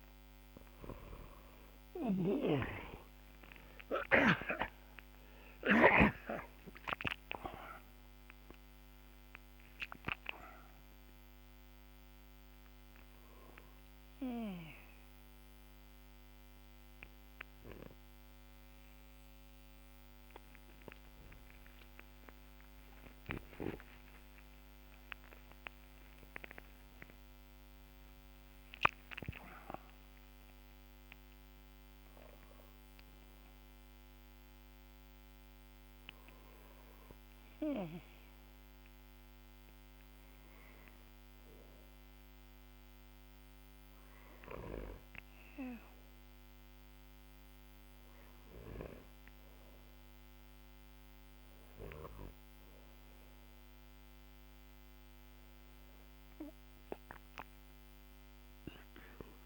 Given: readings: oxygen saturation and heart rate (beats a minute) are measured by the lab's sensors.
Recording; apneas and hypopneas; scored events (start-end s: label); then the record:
breathing in sleep by a microphone on the trachea; none
0.00-6.00 s: snoring (device-marked)
7.50-34.50 s: oxygen desaturation (device-marked, oxygen 97% before, 93% lowest, heart rate 61 before, 48 extreme)
14.50-44.50 s: new sleep stage, N1 (lightest sleep)
21.50-28.00 s: arousal
44.50-59.46 s: new sleep stage, N2 (light sleep)
From the record:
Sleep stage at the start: N2 (light sleep); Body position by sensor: on the back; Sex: male